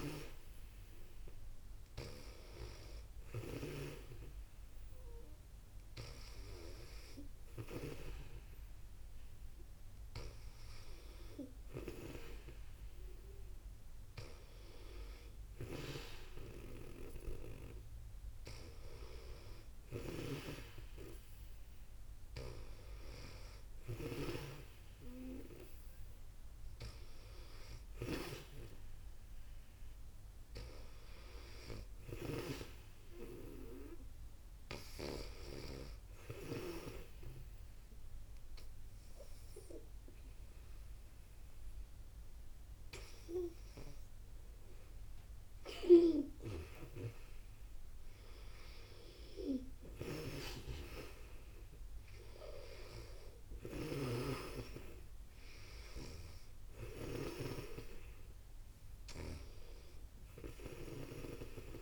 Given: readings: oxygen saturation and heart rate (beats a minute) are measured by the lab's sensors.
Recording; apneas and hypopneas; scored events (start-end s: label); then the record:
breathing in sleep by a room microphone; 1
0.00-3.50 s: snoring (device-marked)
15.00-32.50 s: snoring (device-marked)
35.50-45.50 s: obstructive apnea (oxygen 96% before, 92% lowest, heart rate 66 before, 57 extreme, up 3 after)
46.50-50.00 s: arousal
49.50-61.00 s: snoring (device-marked)
From the record:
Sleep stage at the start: N2 (light sleep); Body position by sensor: on the back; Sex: female